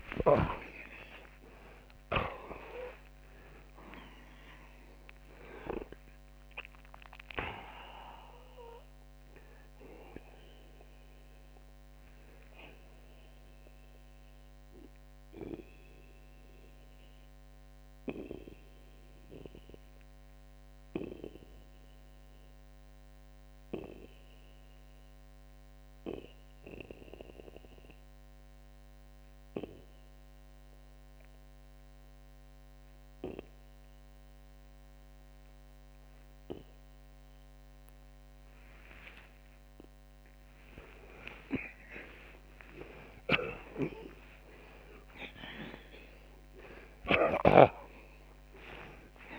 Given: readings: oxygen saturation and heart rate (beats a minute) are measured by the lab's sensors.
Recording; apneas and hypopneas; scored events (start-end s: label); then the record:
breathing in sleep by a microphone on the trachea; 1
0.00-39.00 s: oxygen desaturation (device-marked, oxygen 78% lowest, heart rate 55 extreme)
12.50-39.00 s: obstructive apnea (oxygen 93% before, 78% lowest, heart rate 125 before, 55 extreme)
42.00-46.50 s: arousal
46.50-49.39 s: snoring (device-marked)
From the record:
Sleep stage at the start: N2 (light sleep); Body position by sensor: on the back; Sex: male